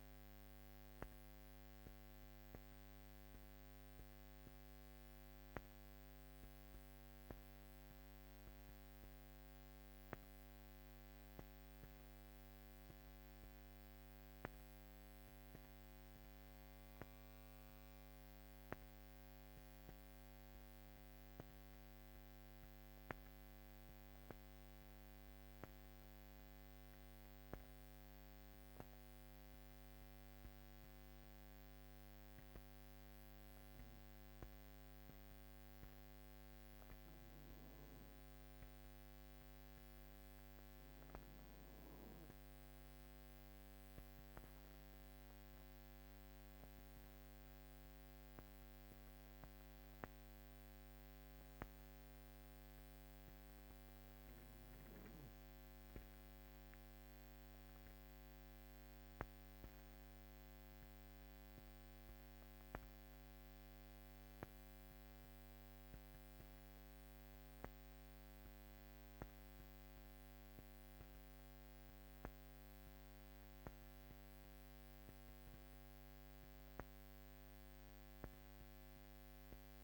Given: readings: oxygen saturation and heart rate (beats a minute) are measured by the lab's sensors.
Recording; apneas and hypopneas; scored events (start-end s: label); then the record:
breathing in sleep, hard to hear, by a microphone on the trachea; none
none scored
From the record:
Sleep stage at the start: N2 (light sleep); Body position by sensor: on the back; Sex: female